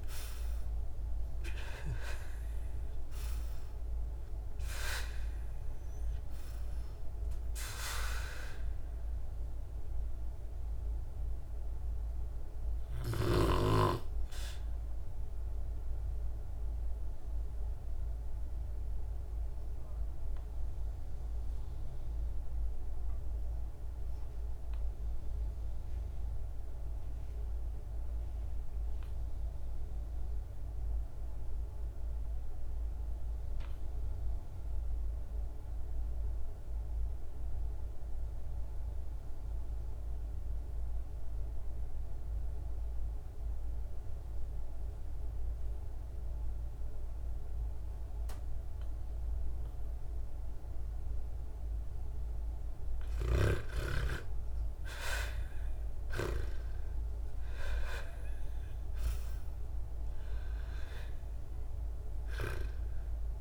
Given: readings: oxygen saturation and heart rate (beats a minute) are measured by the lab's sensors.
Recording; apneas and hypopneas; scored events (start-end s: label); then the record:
breathing in sleep by a room microphone; 1
0.00-2.00 s: arousal
0.00-10.00 s: oxygen desaturation (device-marked, oxygen 75% lowest, heart rate 45 extreme)
14.50-52.00 s: obstructive apnea (oxygen 88% before, 72% lowest, heart rate 66 before, 51 extreme, up 9 after)
16.00-27.00 s: oxygen desaturation (device-marked, oxygen 79% before, 72% lowest, heart rate 67 before, 51 extreme)
41.00-63.41 s: oxygen desaturation (device-marked, oxygen 98% before, 73% lowest, heart rate 56 before, 49 extreme)
53.50-58.00 s: arousal
From the record:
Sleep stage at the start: REM sleep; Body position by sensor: on the back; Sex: female